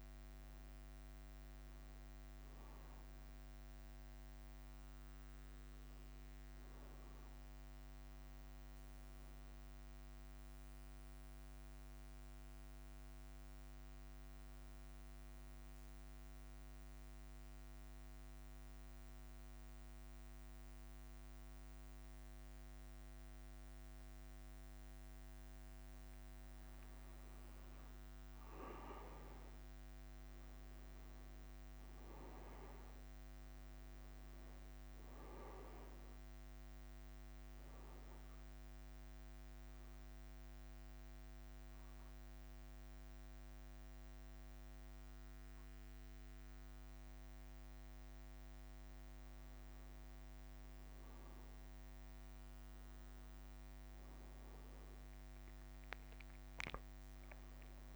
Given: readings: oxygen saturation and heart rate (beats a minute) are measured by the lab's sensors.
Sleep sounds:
breathing in sleep, hard to hear, by a microphone on the trachea; 2
0.00-11.50 s: oxygen desaturation (device-marked, oxygen 91% lowest, heart rate 52 extreme)
7.50-24.50 s: bradycardia (device-marked, heart rate 60 before, 52 extreme)
9.50-11.50 s: long interval between heartbeats (device-marked, heart rate 67 before, 58 extreme)
11.00-26.50 s: obstructive apnea (oxygen 98% before, 92% lowest, heart rate 67 before, 52 extreme, up 13 after)
28.00-33.00 s: arousal
31.50-33.50 s: long interval between heartbeats (device-marked, heart rate 57 before, 64 extreme)
31.50-49.50 s: bradycardia (device-marked, heart rate 60 before, 53 extreme)
31.50-52.50 s: oxygen desaturation (device-marked, oxygen 97% before, 92% lowest, heart rate 57 before, 53 extreme)
39.50-50.00 s: obstructive apnea (oxygen 98% before, 92% lowest, heart rate 58 before, 57 extreme, up 5 after)
53.50-57.96 s: arousal
53.50-57.96 s: bradycardia (device-marked, heart rate 59 before, 59 extreme)
From the record:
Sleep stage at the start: N2 (light sleep); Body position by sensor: on the back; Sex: male

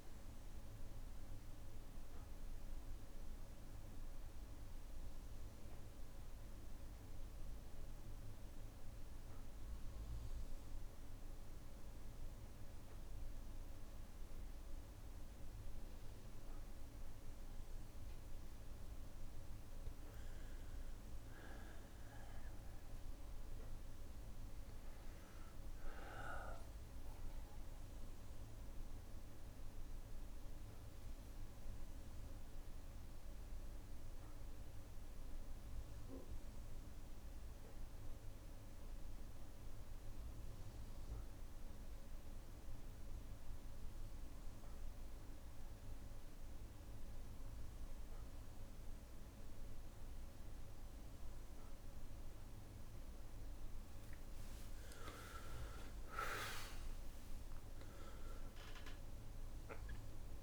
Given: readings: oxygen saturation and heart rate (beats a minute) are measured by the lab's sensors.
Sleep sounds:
breathing in sleep, hard to hear, by a room microphone; 2
0.00-11.50 s: oxygen desaturation (device-marked, oxygen 94% lowest)
0.00-12.50 s: bradycardia (device-marked)
2.50-17.50 s: obstructive apnea (oxygen 98% before, 91% lowest)
18.50-44.50 s: bradycardia (device-marked)
19.00-21.00 s: long interval between heartbeats (device-marked, heart rate 51 before, 60 extreme)
19.50-24.00 s: arousal
23.50-25.50 s: long interval between heartbeats (device-marked, heart rate 55 before, 36 extreme)
29.50-53.00 s: obstructive apnea (oxygen 98% before, 91% lowest)
47.50-49.50 s: bradycardia (device-marked, heart rate 63 before, 59 extreme)
50.50-60.43 s: oxygen desaturation (device-marked, oxygen 98% before, 91% lowest)
51.50-60.43 s: bradycardia (device-marked)
53.00-55.00 s: long interval between heartbeats (device-marked, heart rate 59 before, 60 extreme)
55.00-57.00 s: long interval between heartbeats (device-marked, heart rate 59 before, 52 extreme)
55.00-59.50 s: arousal
From the record:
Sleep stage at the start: N2 (light sleep); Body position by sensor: on the back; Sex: male

